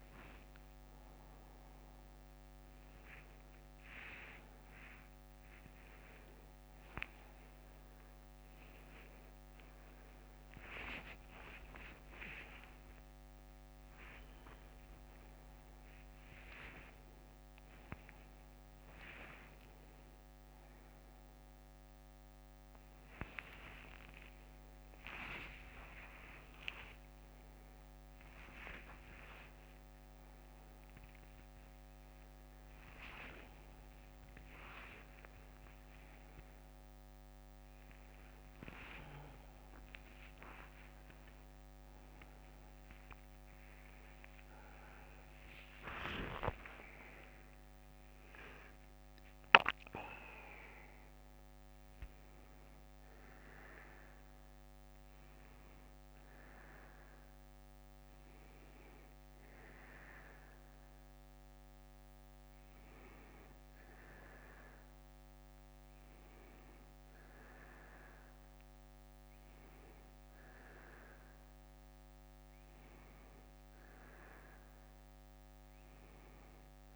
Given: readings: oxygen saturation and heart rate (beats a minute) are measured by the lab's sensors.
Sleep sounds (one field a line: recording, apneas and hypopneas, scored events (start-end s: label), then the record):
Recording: a person partly awake in a sleep study, by a microphone on the trachea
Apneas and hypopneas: none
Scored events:
37.00-76.96 s: new sleep stage, N1 (lightest sleep)
62.00-66.00 s: bradycardia (device-marked, heart rate 66 before, 59 extreme)
From the record:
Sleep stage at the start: awake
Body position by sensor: on the back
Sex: male